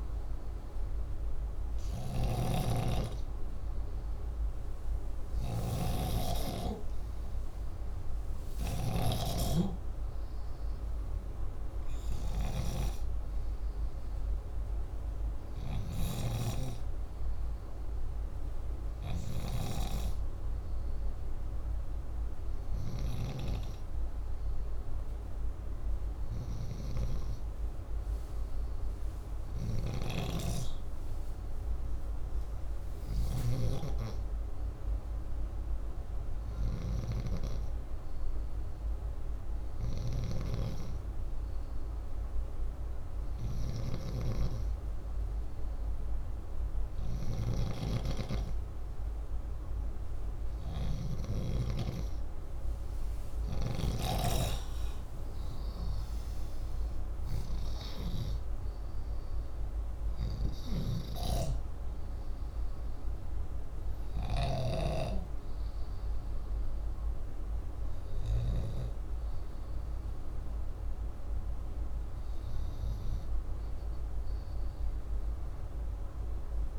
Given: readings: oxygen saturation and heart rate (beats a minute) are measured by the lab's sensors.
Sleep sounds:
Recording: breathing in sleep by a room microphone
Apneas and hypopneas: none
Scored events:
0.00-8.50 s: snoring (device-marked)
29.50-33.00 s: snoring (device-marked)
39.50-53.50 s: snoring (device-marked)
55.50-61.00 s: arousal
From the record:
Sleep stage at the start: N2 (light sleep)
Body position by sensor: upright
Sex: male

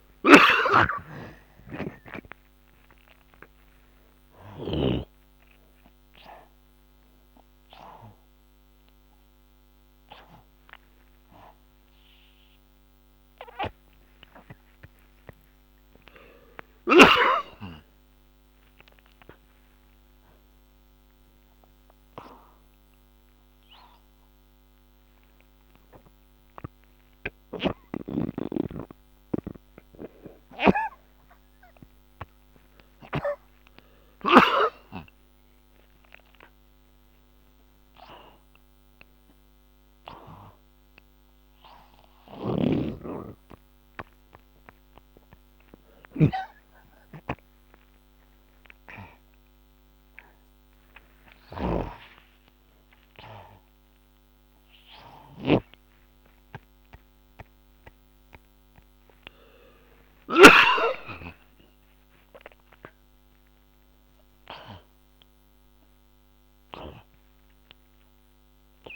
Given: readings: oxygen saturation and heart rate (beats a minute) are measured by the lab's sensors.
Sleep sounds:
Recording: a person awake in a sleep study, by a microphone on the trachea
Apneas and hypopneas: none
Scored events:
0.00-5.00 s: snoring (device-marked)
0.00-6.50 s: oxygen desaturation (device-marked, oxygen 74% lowest, heart rate 60 extreme)
27.50-31.00 s: snoring (device-marked)
41.50-50.50 s: oxygen desaturation (device-marked, oxygen 96% before, 90% lowest, heart rate 77 before, 60 extreme)
42.50-56.00 s: snoring (device-marked)
65.50-68.96 s: oxygen desaturation (device-marked, oxygen 94% before, 90% lowest, heart rate 69 before, 73 extreme)
From the record:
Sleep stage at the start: awake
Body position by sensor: on the back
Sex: male

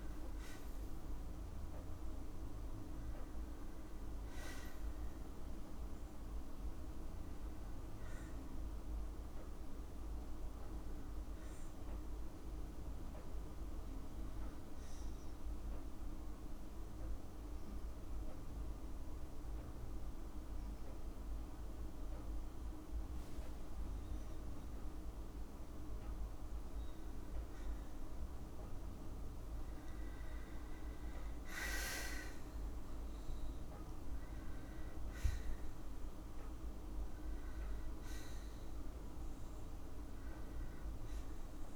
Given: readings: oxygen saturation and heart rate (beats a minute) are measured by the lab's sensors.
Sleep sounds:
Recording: breathing in sleep, hard to hear, by a room microphone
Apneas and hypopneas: 1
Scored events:
11.00-26.00 s: hypopnea (oxygen 97% before, 96% lowest, heart rate 67 before, 45 extreme, up 11 after)
22.50-24.50 s: long interval between heartbeats (device-marked, heart rate 58 before, 54 extreme)
33.00-38.50 s: arousal
From the record:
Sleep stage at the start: N2 (light sleep)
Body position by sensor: on the right side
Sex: female

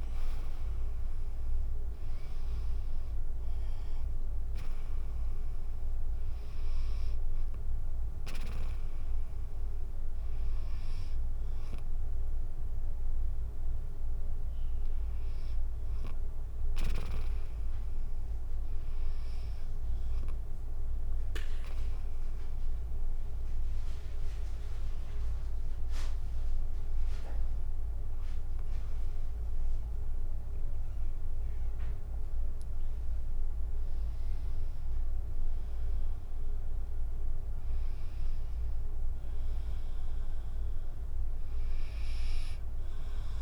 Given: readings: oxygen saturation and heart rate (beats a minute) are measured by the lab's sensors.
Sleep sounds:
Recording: breathing in sleep, hard to hear, by a room microphone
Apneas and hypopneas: none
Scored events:
none scored
From the record:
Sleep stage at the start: N2 (light sleep)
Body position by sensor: on the back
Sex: female

